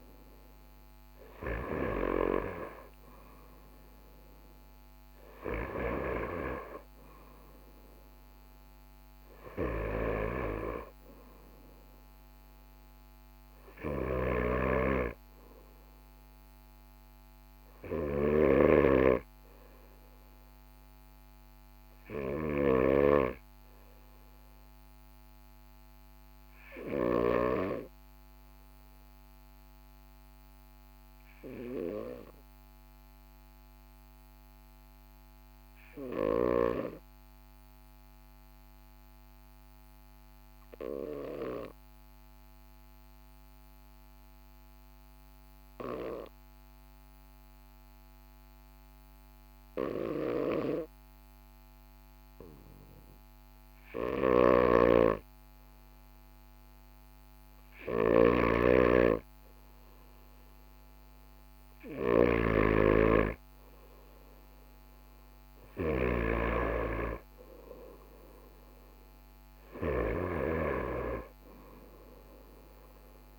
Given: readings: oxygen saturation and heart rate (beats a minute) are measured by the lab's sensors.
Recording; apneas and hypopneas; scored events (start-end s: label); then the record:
breathing in sleep by a microphone on the trachea; 1
13.50-27.00 s: snoring (device-marked)
31.00-53.00 s: obstructive apnea (oxygen 98% before, 95% lowest, heart rate 43 before, 42 extreme, up 1 after)
53.50-70.00 s: snoring (device-marked)
55.00-57.00 s: oxygen desaturation (device-marked, oxygen 98% before, 97% lowest, heart rate 42 before, 43 extreme)
56.00-60.00 s: arousal
From the record:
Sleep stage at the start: N2 (light sleep); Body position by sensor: on the right side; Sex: male